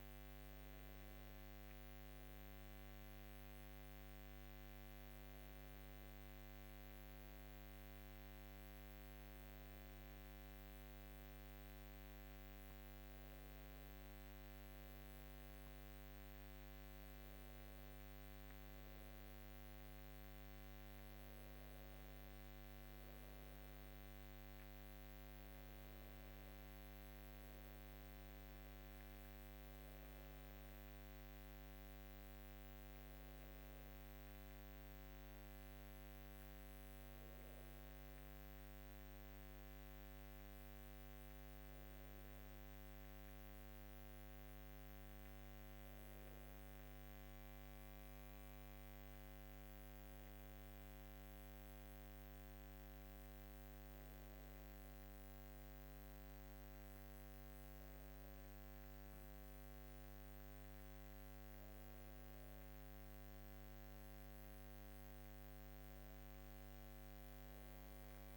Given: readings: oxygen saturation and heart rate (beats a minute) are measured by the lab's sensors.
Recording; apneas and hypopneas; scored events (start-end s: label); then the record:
breathing in sleep, hard to hear, by a microphone on the trachea; none
53.50-68.37 s: new sleep stage, N2 (light sleep)
From the record:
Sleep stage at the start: N1 (lightest sleep); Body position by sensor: on the left side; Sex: female